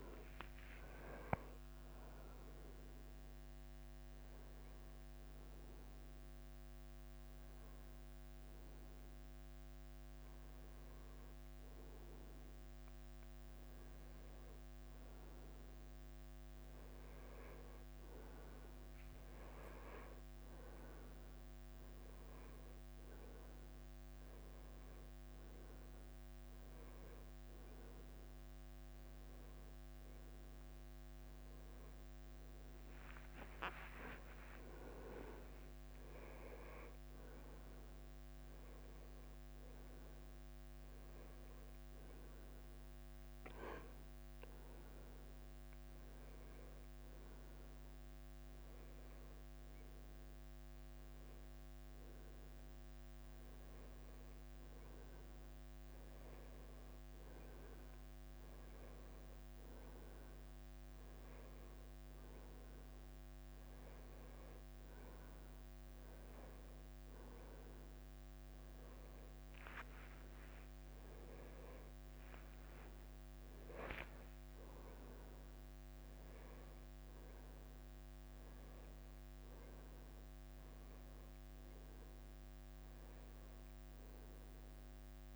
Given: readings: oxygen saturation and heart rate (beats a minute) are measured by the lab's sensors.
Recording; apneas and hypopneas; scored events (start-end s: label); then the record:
a person partly awake in a sleep study, by a microphone on the trachea; 2
0.00-4.50 s: tachycardia (device-marked, heart rate 105 extreme)
0.00-7.50 s: drop in pulse transit time (device-marked, heart rate 92 extreme)
1.50-3.50 s: long interval between heartbeats (device-marked, heart rate 89 before, 104 extreme)
1.50-61.50 s: new sleep stage, N1 (lightest sleep)
5.50-15.50 s: hypopnea (oxygen 94% before, 91% lowest, heart rate 93 before, 91 extreme, up 14 after)
7.50-16.50 s: oxygen desaturation (device-marked, oxygen 94% before, 91% lowest, heart rate 95 before, 91 extreme)
16.50-22.50 s: tachycardia (device-marked, heart rate 91 before, 105 extreme)
19.00-24.00 s: arousal
19.50-21.50 s: long interval between heartbeats (device-marked, heart rate 96 before, 102 extreme)
21.50-40.50 s: drop in pulse transit time (device-marked, heart rate 97 before, 95 extreme)
36.00-40.00 s: arousal
45.00-56.00 s: hypopnea (oxygen 95% before, 93% lowest, heart rate 96 before, 94 extreme, up 1 after)
61.50-85.36 s: new sleep stage, awake
73.50-85.36 s: drop in pulse transit time (device-marked, heart rate 96 before, 94 extreme)
From the record:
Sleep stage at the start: awake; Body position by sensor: on the right side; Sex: male